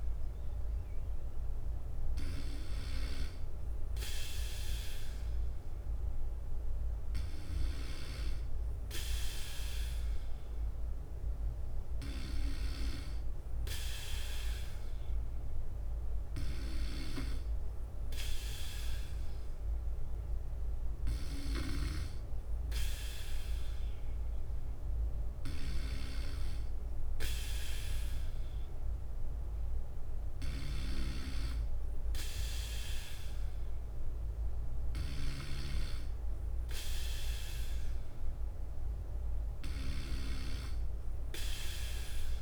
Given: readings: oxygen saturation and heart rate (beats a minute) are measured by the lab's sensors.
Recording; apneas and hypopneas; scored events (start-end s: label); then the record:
breathing in sleep by a room microphone; none
19.50-25.50 s: bradycardia (device-marked, heart rate 59 before, 58 extreme)
From the record:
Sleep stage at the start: N3 (deep sleep); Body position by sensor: on the back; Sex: male